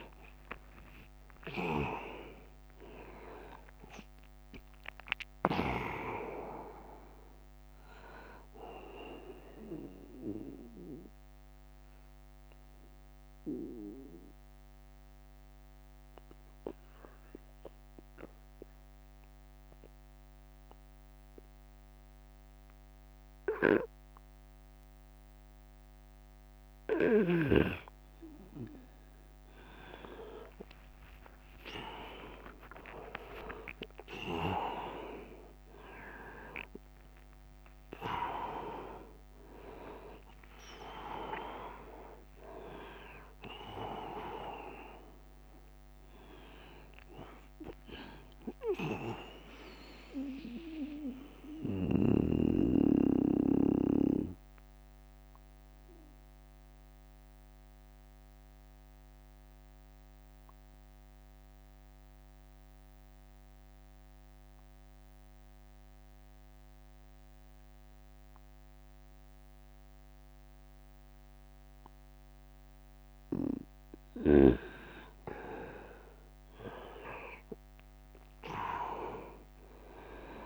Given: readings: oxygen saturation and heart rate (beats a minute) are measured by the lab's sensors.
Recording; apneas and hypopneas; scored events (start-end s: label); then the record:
breathing in sleep by a microphone on the trachea; 2
0.00-8.00 s: drop in pulse transit time (device-marked, heart rate 75 extreme)
0.00-20.00 s: oxygen desaturation (device-marked, oxygen 92% lowest, heart rate 56 extreme)
9.00-26.50 s: obstructive apnea (oxygen 100% before, 92% lowest, heart rate 79 before, 56 extreme, up 1 after)
24.00-26.00 s: long interval between heartbeats (device-marked, heart rate 79 before, 67 extreme)
25.00-32.00 s: bradycardia (device-marked, heart rate 77 before, 56 extreme)
26.50-28.50 s: long interval between heartbeats (device-marked, heart rate 78 before, 68 extreme)
30.00-32.00 s: long interval between heartbeats (device-marked, heart rate 74 before, 56 extreme)
30.00-35.50 s: arousal
36.00-38.00 s: bradycardia (device-marked, heart rate 77 before, 57 extreme)
36.00-57.00 s: oxygen desaturation (device-marked, oxygen 100% before, 93% lowest, heart rate 66 before, 57 extreme)
38.00-40.00 s: long interval between heartbeats (device-marked, heart rate 65 before, 57 extreme)
49.00-72.50 s: obstructive apnea (oxygen 100% before, 91% lowest, heart rate 67 before, 57 extreme, up 14 after)
58.00-60.00 s: long interval between heartbeats (device-marked, heart rate 77 before, 72 extreme)
68.00-70.00 s: long interval between heartbeats (device-marked, heart rate 75 before, 70 extreme)
75.00-80.46 s: arousal
79.00-80.46 s: oxygen desaturation (device-marked, oxygen 100% before, 91% lowest, heart rate 69 before, 48 extreme)
From the record:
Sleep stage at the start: N2 (light sleep); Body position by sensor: on the right side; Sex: male